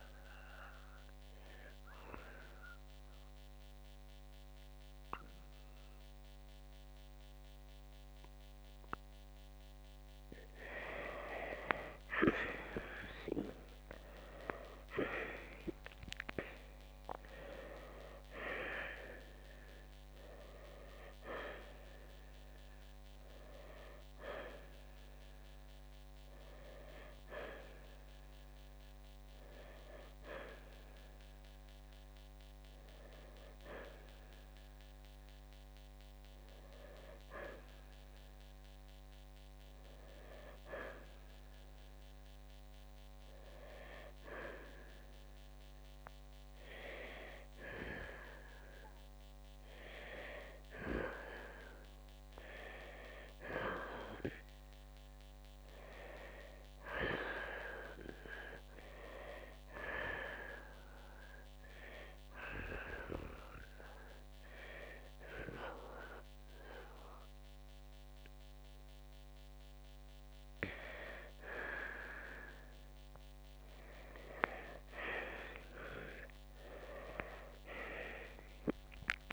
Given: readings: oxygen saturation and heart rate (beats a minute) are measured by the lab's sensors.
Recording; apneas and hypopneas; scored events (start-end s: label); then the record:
breathing in sleep by a microphone on the trachea; none
12.50-16.50 s: arousal
31.00-48.00 s: oxygen desaturation (device-marked, oxygen 91% before, 84% lowest, heart rate 61 before, 55 extreme)
77.00-79.32 s: arousal
From the record:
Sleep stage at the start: N2 (light sleep); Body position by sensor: on the right side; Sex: male